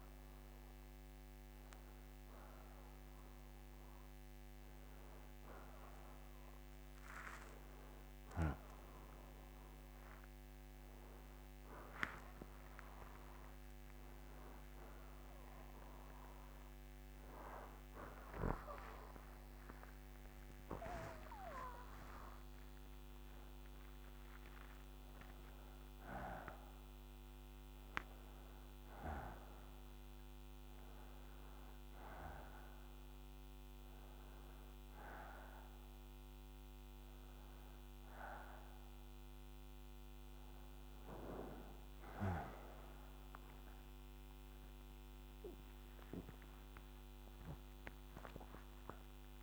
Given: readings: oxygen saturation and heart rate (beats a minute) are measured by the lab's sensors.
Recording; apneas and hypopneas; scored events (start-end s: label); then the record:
a person awake in a sleep study, by a microphone on the trachea; none
36.50-43.50 s: oxygen desaturation (device-marked, oxygen 94% before, 91% lowest, heart rate 112 before, 70 extreme)
From the record:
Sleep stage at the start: awake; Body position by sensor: upright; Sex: male